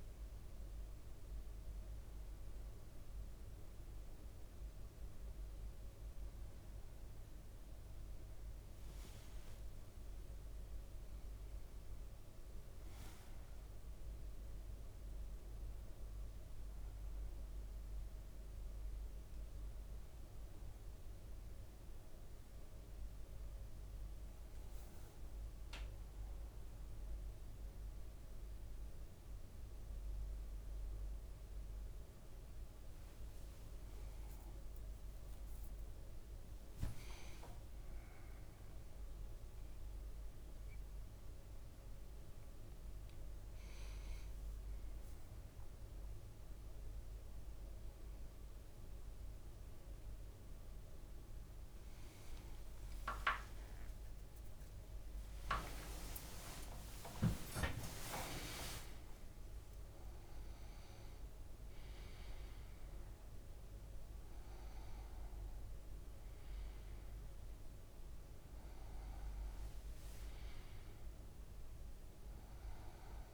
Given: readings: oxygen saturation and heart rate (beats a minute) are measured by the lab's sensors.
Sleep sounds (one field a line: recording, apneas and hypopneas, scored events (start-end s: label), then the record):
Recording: a person awake in a sleep study, by a room microphone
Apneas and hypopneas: none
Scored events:
15.50-32.50 s: bradycardia (device-marked, heart rate 58 before, 56 extreme)
37.50-47.50 s: drop in pulse transit time (device-marked, heart rate 58 before, 63 extreme)
51.00-59.50 s: leg movement (device-marked)
53.00-55.00 s: long interval between heartbeats (device-marked, heart rate 64 before, 72 extreme)
58.50-69.50 s: drop in pulse transit time (device-marked, heart rate 68 before, 66 extreme)
69.00-70.50 s: leg movement (device-marked)
70.50-73.34 s: new sleep stage, N1 (lightest sleep)
From the record:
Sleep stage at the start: awake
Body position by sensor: on the back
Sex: male